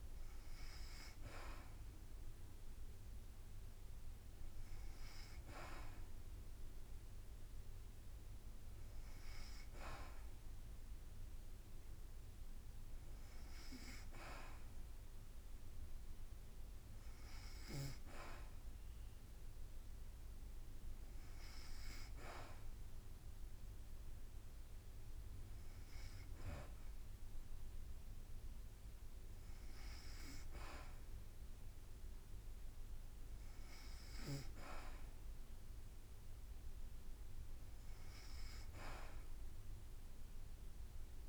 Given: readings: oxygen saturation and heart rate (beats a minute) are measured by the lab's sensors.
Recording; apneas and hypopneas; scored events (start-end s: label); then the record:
breathing in sleep by a room microphone; none
none scored
From the record:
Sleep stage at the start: N2 (light sleep); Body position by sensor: on the back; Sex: female